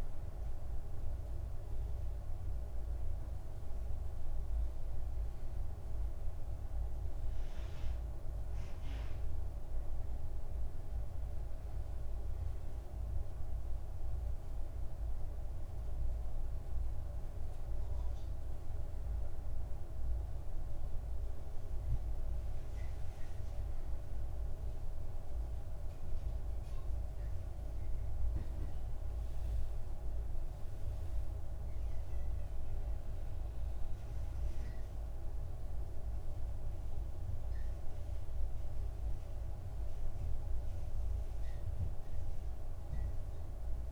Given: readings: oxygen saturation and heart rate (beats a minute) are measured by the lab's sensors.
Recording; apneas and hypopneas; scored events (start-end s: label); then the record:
a person awake in a sleep study, hard to hear, by a room microphone; none
27.50-43.92 s: new sleep stage, N1 (lightest sleep)
From the record:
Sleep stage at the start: awake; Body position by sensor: on the back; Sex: male